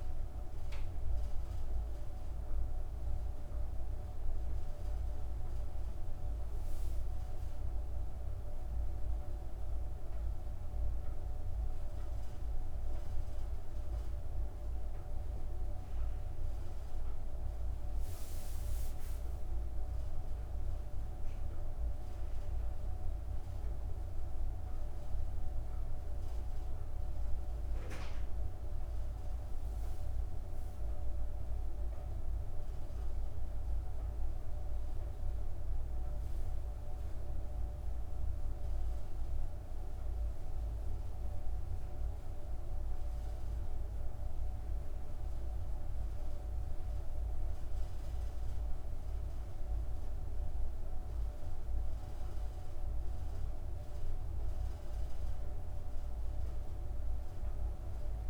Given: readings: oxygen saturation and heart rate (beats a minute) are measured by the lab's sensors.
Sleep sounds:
breathing in sleep, hard to hear, by a room microphone; none
none scored
From the record:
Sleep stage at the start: N2 (light sleep); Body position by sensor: on the back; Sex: female

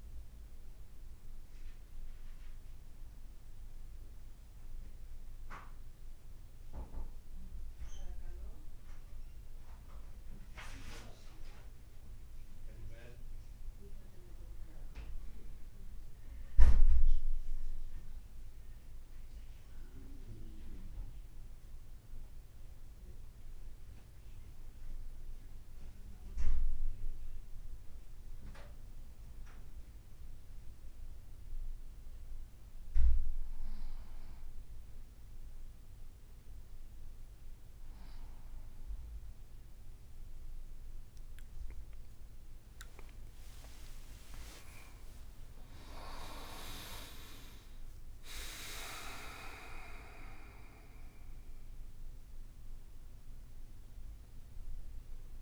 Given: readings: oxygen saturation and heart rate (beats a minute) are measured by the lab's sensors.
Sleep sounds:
breathing in sleep by a room microphone; 1
12.50-17.00 s: arousal
21.00-35.50 s: hypopnea (oxygen 98% before, 93% lowest, heart rate 54 before, 55 extreme, up 3 after)
38.00-42.50 s: arousal
42.00-48.50 s: leg movement (device-marked)
44.00-46.00 s: long interval between heartbeats (device-marked, heart rate 56 before, 69 extreme)
From the record:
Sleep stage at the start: N1 (lightest sleep); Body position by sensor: on the back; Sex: male

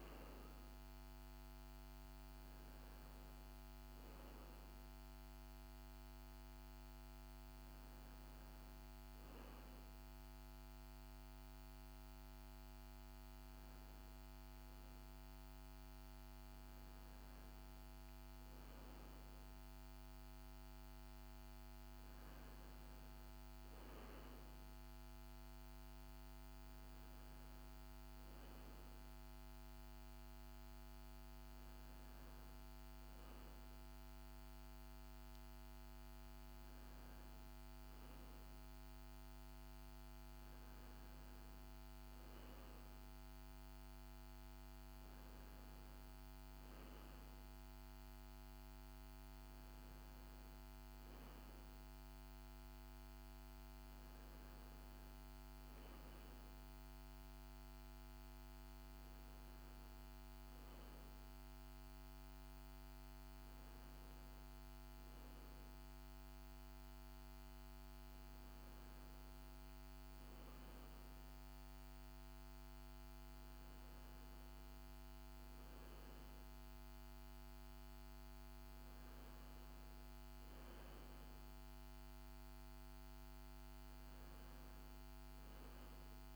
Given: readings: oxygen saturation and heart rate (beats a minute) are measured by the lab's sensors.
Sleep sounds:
a person awake in a sleep study, hard to hear, by a microphone on the trachea; none
none scored
From the record:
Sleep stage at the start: awake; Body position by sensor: on the right side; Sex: female

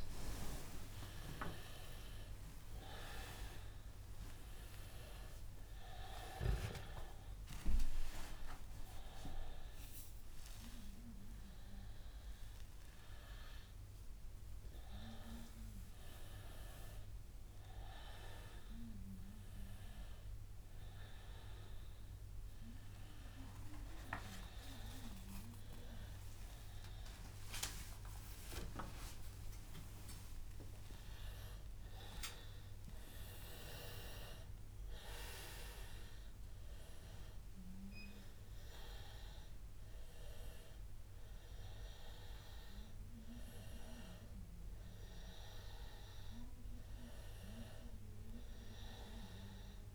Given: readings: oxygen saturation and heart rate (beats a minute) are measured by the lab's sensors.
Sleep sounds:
a person awake in a sleep study, by a room microphone; none
32.00-49.95 s: new sleep stage, N1 (lightest sleep)
41.00-48.00 s: oxygen desaturation (device-marked, oxygen 96% before, 93% lowest, heart rate 98 before, 94 extreme)
From the record:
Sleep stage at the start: awake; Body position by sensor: on the back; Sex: male

